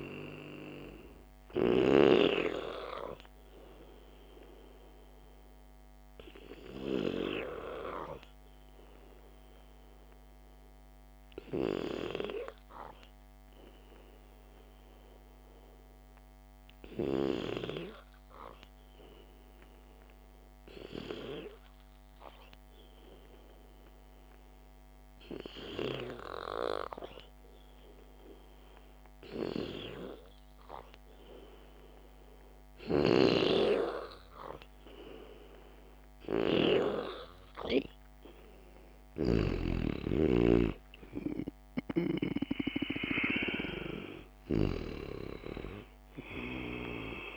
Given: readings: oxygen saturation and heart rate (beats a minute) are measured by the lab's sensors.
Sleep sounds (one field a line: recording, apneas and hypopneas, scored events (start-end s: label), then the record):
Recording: breathing in sleep by a microphone on the trachea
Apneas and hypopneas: none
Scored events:
40.50-45.00 s: arousal
From the record:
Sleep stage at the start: N2 (light sleep)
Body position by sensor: on the back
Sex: male